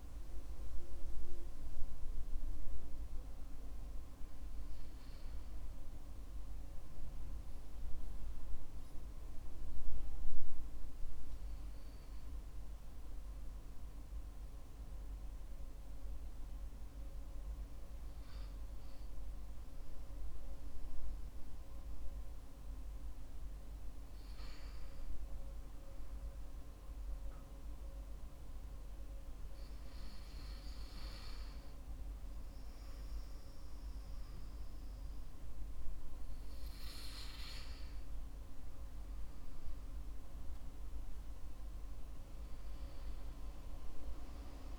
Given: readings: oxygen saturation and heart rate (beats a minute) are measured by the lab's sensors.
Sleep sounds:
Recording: breathing in sleep, hard to hear, by a room microphone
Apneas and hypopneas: 1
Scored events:
3.50-24.00 s: hypopnea (oxygen 95% before, 93% lowest, heart rate 62 before, 52 extreme, up 7 after)
25.50-29.00 s: arousal
From the record:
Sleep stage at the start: N2 (light sleep)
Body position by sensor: on the back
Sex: male

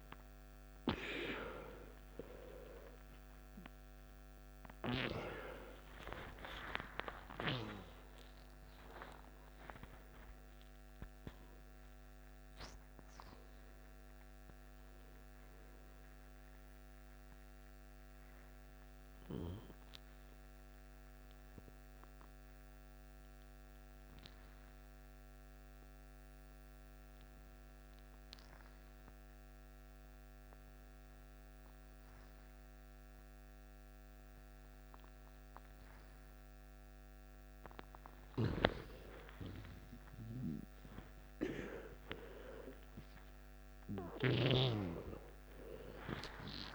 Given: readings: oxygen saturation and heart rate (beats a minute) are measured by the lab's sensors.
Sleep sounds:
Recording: breathing in sleep by a microphone on the trachea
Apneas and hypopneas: 1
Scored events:
0.00-33.00 s: oxygen desaturation (device-marked, oxygen 87% lowest, heart rate 55 extreme)
6.00-10.50 s: arousal
6.50-8.50 s: long interval between heartbeats (device-marked, heart rate 61 before, 80 extreme)
23.00-39.00 s: mixed apnea (oxygen 93% before, 88% lowest, heart rate 75 before, 56 extreme, up 13 after)
41.50-46.00 s: arousal
From the record:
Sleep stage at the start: N2 (light sleep)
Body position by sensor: on the back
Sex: male

